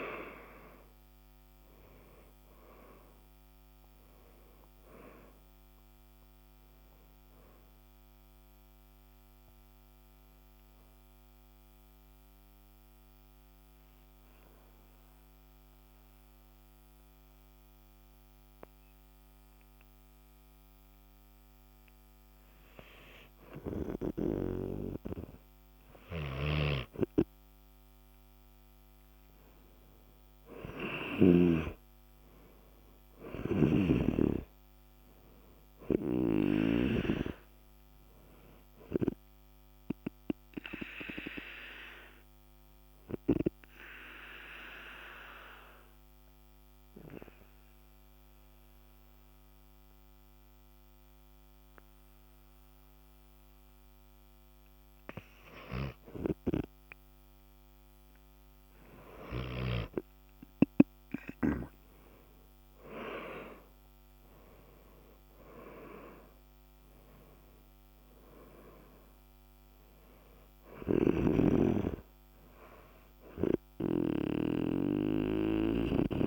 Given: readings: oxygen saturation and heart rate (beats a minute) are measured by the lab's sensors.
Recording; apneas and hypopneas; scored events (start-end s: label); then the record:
breathing in sleep by a microphone on the trachea; 2
0.00-4.50 s: arousal
11.00-23.50 s: obstructive apnea (oxygen 97% before, 91% lowest, heart rate 70 before, 47 extreme, up 26 after)
24.00-27.50 s: arousal
26.00-35.00 s: oxygen desaturation (device-marked, oxygen 97% before, 91% lowest, heart rate 55 before, 47 extreme)
40.50-54.50 s: obstructive apnea (oxygen 97% before, 91% lowest, heart rate 71 before, 47 extreme, up 10 after)
56.00-62.00 s: oxygen desaturation (device-marked, oxygen 97% before, 94% lowest, heart rate 58 before, 48 extreme)
62.50-67.50 s: arousal
From the record:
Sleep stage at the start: N2 (light sleep); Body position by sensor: on the back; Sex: male